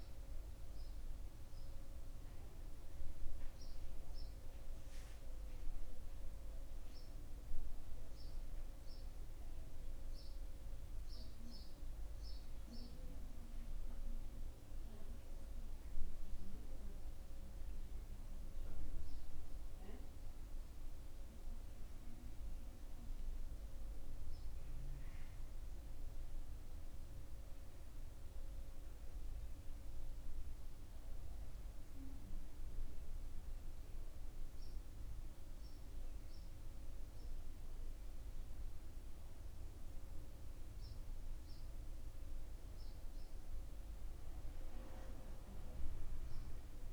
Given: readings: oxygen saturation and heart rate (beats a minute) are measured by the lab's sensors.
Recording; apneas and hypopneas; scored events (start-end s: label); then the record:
breathing in sleep, hard to hear, by a room microphone; none
none scored
From the record:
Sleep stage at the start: N1 (lightest sleep); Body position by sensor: on the back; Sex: male